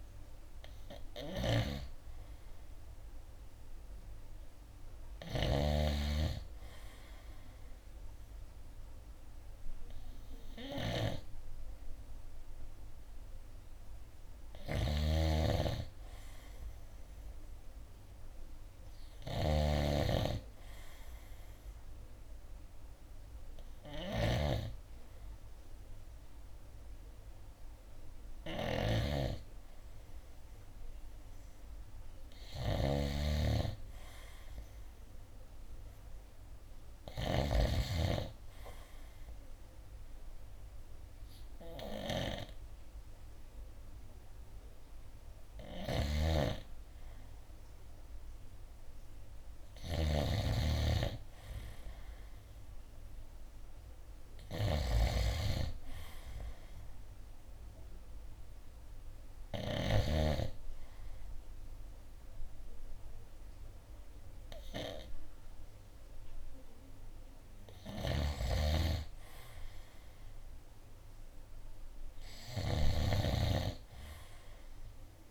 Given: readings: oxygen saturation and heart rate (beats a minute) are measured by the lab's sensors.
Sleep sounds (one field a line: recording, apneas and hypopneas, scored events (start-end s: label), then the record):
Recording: breathing in sleep by a room microphone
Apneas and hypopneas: none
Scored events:
0.00-60.00 s: snoring (device-marked)
2.00-10.00 s: oxygen desaturation (device-marked, oxygen 94% before, 90% lowest, heart rate 67 before, 65 extreme)
27.00-37.00 s: oxygen desaturation (device-marked, oxygen 94% before, 91% lowest, heart rate 69 before, 65 extreme)
39.00-55.00 s: oxygen desaturation (device-marked, oxygen 94% before, 90% lowest, heart rate 67 before, 64 extreme)
60.00-69.00 s: oxygen desaturation (device-marked, oxygen 94% before, 91% lowest, heart rate 69 before, 64 extreme)
68.00-75.31 s: snoring (device-marked)
From the record:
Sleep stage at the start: N3 (deep sleep)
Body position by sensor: on the right side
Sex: male